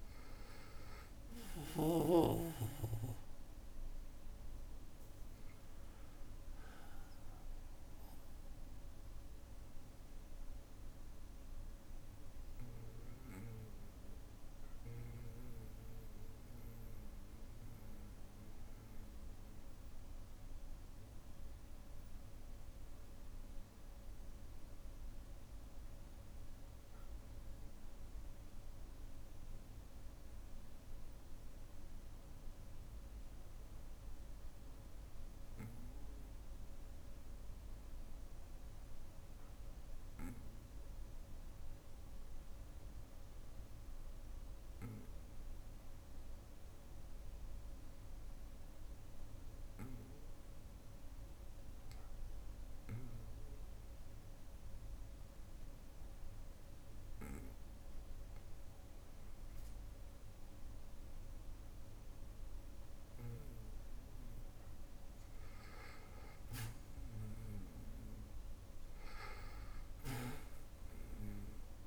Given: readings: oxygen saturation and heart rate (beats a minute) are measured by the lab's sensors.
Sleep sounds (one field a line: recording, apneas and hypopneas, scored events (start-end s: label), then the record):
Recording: breathing in sleep by a room microphone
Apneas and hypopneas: 1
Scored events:
0.00-22.00 s: oxygen desaturation (device-marked, oxygen 95% lowest, heart rate 55 extreme)
5.00-67.00 s: bradycardia (device-marked, heart rate 59 before, 55 extreme)
7.50-65.50 s: obstructive apnea (oxygen 99% before, 85% lowest, heart rate 61 before, 55 extreme, up 3 after)
26.00-71.87 s: new sleep stage, REM sleep
48.00-71.87 s: oxygen desaturation (device-marked, oxygen 97% before, 85% lowest, heart rate 56 before, 58 extreme)
67.50-71.87 s: arousal
From the record:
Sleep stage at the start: N2 (light sleep)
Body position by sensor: on the back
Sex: male